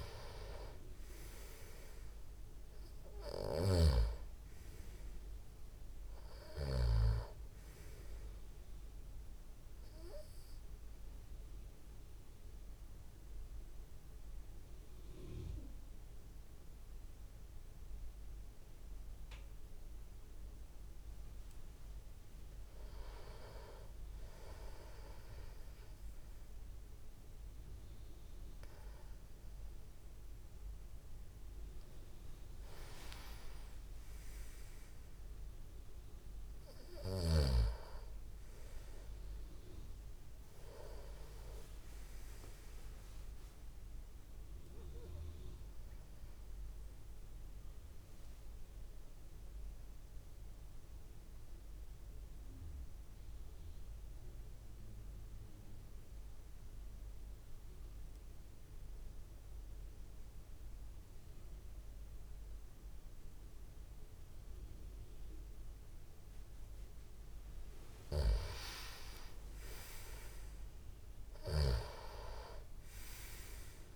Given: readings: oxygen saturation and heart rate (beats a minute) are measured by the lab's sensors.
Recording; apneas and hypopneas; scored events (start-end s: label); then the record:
breathing in sleep by a room microphone; 2
0.00-2.50 s: arousal
0.00-7.00 s: snoring (device-marked)
0.00-23.00 s: oxygen desaturation (device-marked, oxygen 92% lowest, heart rate 136 extreme)
0.00-56.00 s: tachycardia (device-marked, heart rate 209 extreme)
11.00-21.50 s: obstructive apnea (oxygen 97% before, 92% lowest, heart rate 151 before, 136 extreme, up 20 after)
33.00-37.50 s: arousal
47.50-69.50 s: obstructive apnea (oxygen 97% before, 90% lowest, heart rate 168 before, 29 extreme, up 42 after)
62.00-68.00 s: tachycardia (device-marked, heart rate 98 before, 119 extreme)
68.00-73.96 s: snoring (device-marked)
71.50-73.96 s: arousal
From the record:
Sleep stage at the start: N2 (light sleep); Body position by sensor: on the back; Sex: male